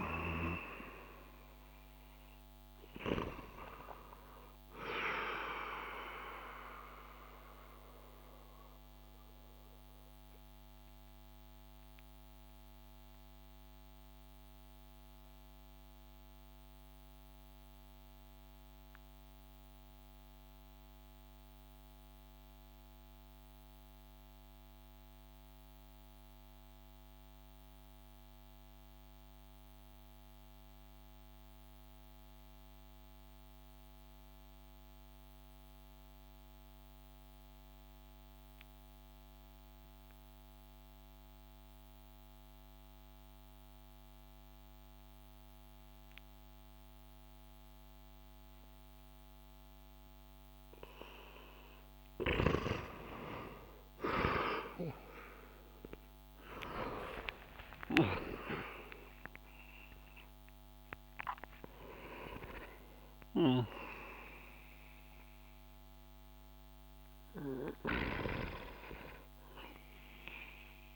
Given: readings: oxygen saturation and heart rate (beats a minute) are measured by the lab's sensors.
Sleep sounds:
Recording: breathing in sleep by a microphone on the trachea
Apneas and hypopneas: 1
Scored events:
5.00-20.00 s: oxygen desaturation (device-marked, oxygen 94% before, 90% lowest)
6.00-50.50 s: mixed apnea (oxygen 96% before, 89% lowest)
41.00-64.00 s: oxygen desaturation (device-marked, oxygen 98% before, 91% lowest)
52.00-57.00 s: arousal
57.50-68.00 s: snoring (device-marked)
From the record:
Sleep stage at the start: N2 (light sleep)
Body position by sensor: on the back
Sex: male

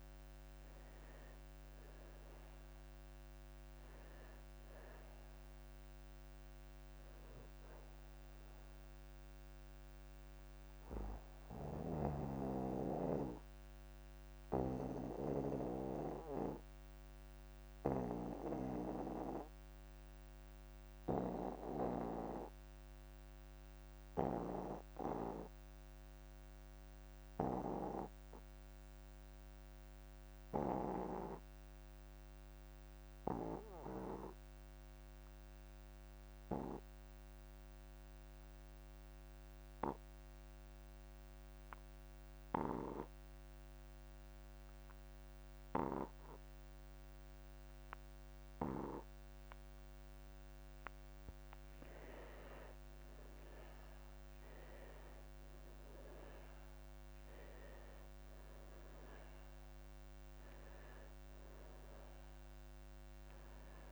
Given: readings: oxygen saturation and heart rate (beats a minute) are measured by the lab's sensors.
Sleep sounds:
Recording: breathing in sleep by a microphone on the trachea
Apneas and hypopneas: 1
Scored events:
0.00-28.50 s: oxygen desaturation (device-marked, oxygen 77% lowest)
11.00-50.50 s: obstructive apnea (oxygen 95% before, 74% lowest)
26.00-28.00 s: long interval between heartbeats (device-marked)
45.50-63.92 s: oxygen desaturation (device-marked, oxygen 97% before, 74% lowest)
49.00-51.00 s: long interval between heartbeats (device-marked)
53.00-56.50 s: arousal
From the record:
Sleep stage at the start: N2 (light sleep)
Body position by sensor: on the back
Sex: male

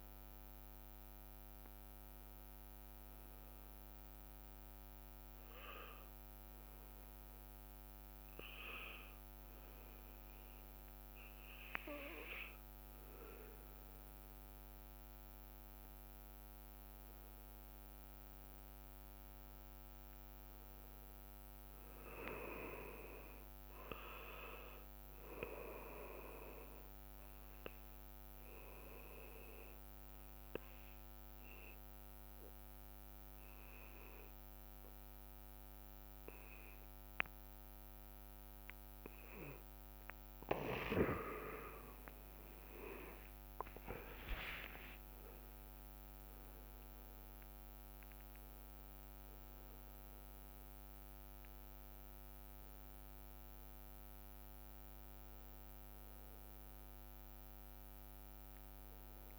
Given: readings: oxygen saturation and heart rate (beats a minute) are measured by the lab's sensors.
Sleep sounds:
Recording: breathing in sleep by a microphone on the trachea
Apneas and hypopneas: 2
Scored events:
1.50-12.50 s: obstructive apnea (oxygen 99% before, 94% lowest)
17.00-21.00 s: arousal
27.50-40.50 s: mixed apnea (oxygen 99% before, 94% lowest)
43.00-49.50 s: arousal
48.50-59.39 s: oxygen desaturation (device-marked, oxygen 98% before, 94% lowest)
From the record:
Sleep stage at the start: N2 (light sleep)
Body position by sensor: on the back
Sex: male

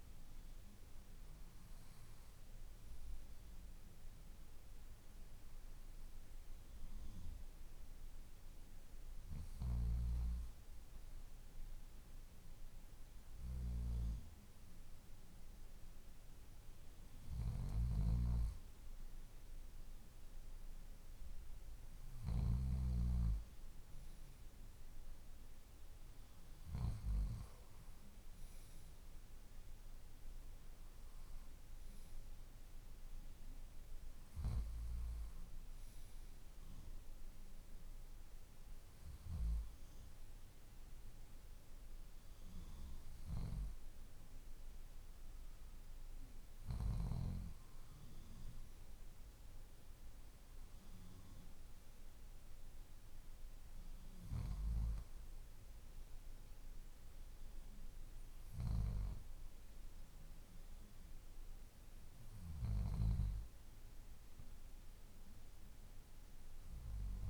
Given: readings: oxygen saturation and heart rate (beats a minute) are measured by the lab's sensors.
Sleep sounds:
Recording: breathing in sleep by a room microphone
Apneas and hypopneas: none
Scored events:
none scored
From the record:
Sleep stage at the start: N2 (light sleep)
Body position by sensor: on the left side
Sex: male

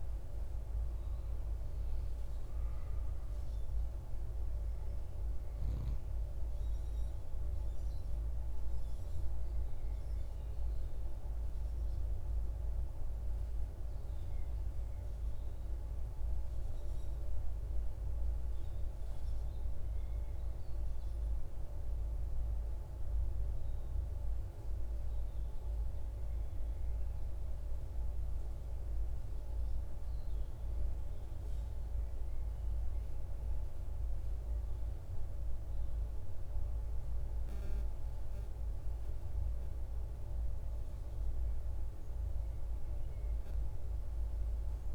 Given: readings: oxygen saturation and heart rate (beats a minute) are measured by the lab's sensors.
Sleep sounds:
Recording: breathing in sleep, hard to hear, by a room microphone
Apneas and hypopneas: 1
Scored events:
11.50-39.00 s: mixed apnea (oxygen 97% before, 86% lowest, heart rate 60 before, 50 extreme, up 4 after)
33.00-44.94 s: oxygen desaturation (device-marked, oxygen 98% before, 86% lowest, heart rate 55 before, 50 extreme)
From the record:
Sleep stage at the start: REM sleep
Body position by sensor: on the right side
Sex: male

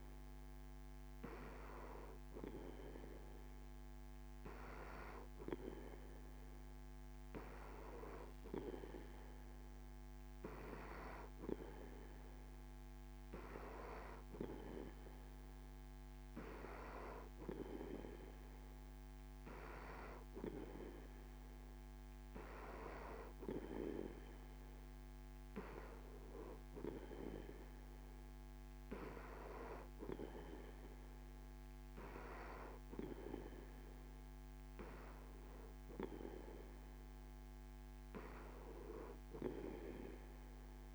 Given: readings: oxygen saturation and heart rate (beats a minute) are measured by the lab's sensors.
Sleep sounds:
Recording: breathing in sleep by a microphone on the trachea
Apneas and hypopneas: none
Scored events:
none scored
From the record:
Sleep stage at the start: N3 (deep sleep)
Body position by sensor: on the back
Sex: male

